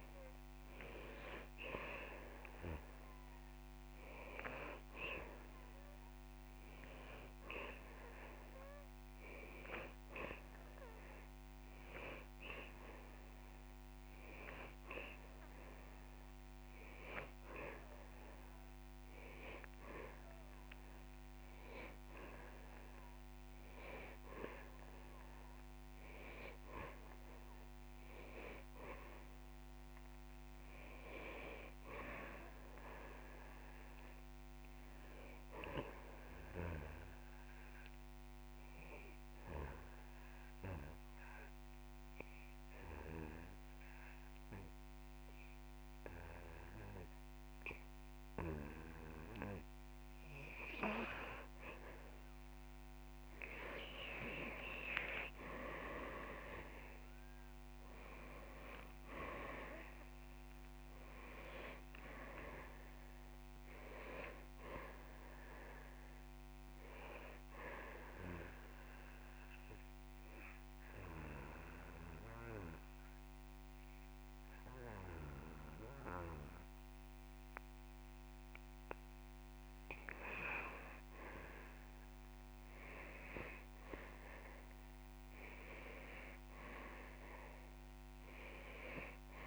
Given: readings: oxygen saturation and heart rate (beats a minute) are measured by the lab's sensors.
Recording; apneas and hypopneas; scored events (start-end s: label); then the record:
breathing in sleep by a microphone on the trachea; 2
3.50-5.50 s: long interval between heartbeats (device-marked)
32.00-35.00 s: arousal
37.00-49.00 s: obstructive apnea (oxygen 98% before, 93% lowest)
54.50-60.00 s: arousal
62.00-64.00 s: long interval between heartbeats (device-marked)
68.50-80.50 s: obstructive apnea (oxygen 99% before, 93% lowest)
75.50-88.50 s: oxygen desaturation (device-marked, oxygen 97% before, 93% lowest)
86.00-88.00 s: long interval between heartbeats (device-marked)
From the record:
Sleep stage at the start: N2 (light sleep); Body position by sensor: on the back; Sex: male